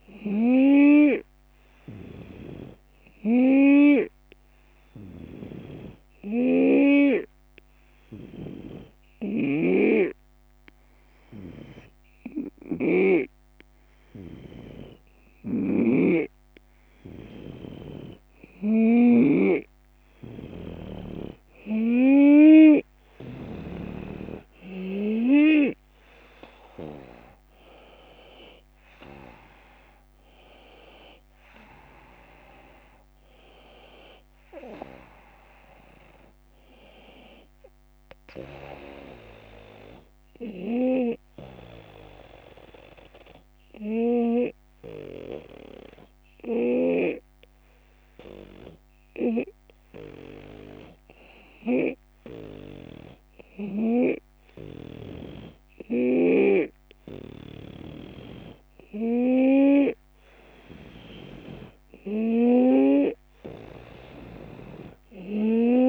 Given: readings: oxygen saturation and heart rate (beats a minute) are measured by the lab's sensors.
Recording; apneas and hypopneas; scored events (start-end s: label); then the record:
breathing in sleep by a microphone on the trachea; 2
0.00-1.00 s: snoring (device-marked)
0.00-14.00 s: oxygen desaturation (device-marked, oxygen 92% lowest)
3.00-7.00 s: snoring (device-marked)
4.50-18.00 s: hypopnea (oxygen 96% before, 88% lowest)
9.00-22.50 s: snoring (device-marked)
19.00-22.50 s: arousal
25.00-43.00 s: oxygen desaturation (device-marked, oxygen 94% before, 88% lowest)
43.50-57.00 s: hypopnea (oxygen 94% before, 90% lowest)
59.00-62.50 s: arousal
64.00-65.89 s: oxygen desaturation (device-marked, oxygen 97% before, 92% lowest)
From the record:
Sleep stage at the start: N2 (light sleep); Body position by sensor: on the right side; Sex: male